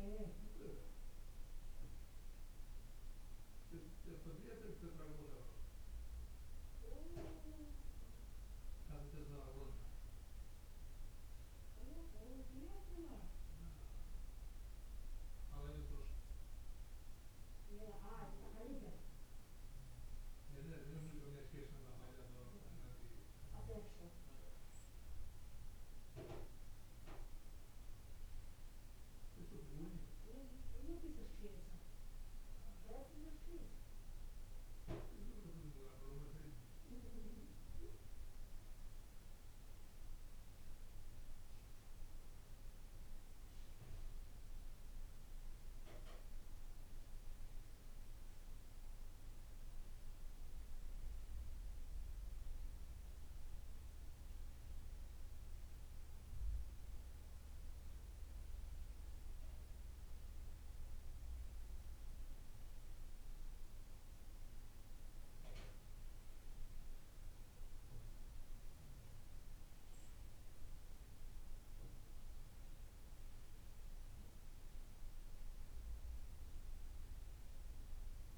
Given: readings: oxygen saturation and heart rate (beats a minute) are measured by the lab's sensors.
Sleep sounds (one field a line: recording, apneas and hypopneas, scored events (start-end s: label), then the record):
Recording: breathing in sleep by a room microphone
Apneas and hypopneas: none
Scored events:
none scored
From the record:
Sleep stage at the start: N2 (light sleep)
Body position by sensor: on the right side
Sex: male